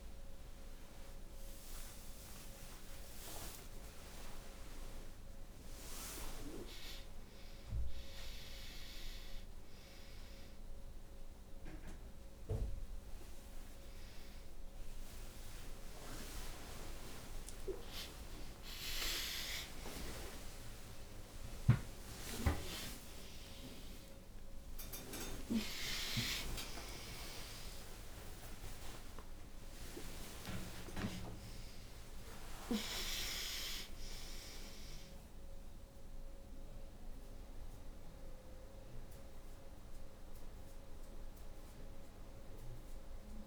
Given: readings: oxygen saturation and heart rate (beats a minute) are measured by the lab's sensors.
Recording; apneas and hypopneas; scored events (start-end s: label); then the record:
a person awake in a sleep study, by a room microphone; none
27.00-37.00 s: oxygen desaturation (device-marked, oxygen 97% before, 92% lowest, heart rate 167 before, 68 extreme)
From the record:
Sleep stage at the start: awake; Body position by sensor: on the right side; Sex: female